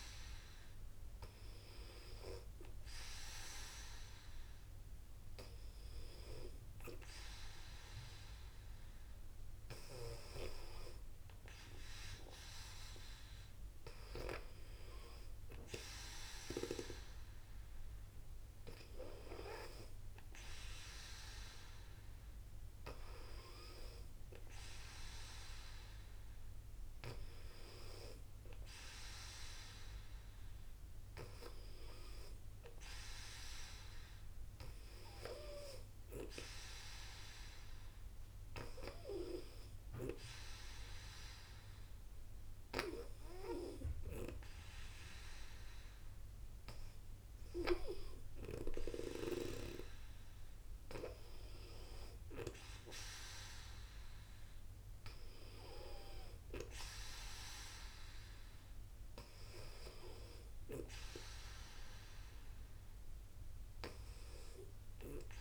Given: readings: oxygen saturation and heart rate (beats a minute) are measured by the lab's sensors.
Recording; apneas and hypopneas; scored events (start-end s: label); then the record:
breathing in sleep by a room microphone; none
none scored
From the record:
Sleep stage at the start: N2 (light sleep); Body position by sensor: on the back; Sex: female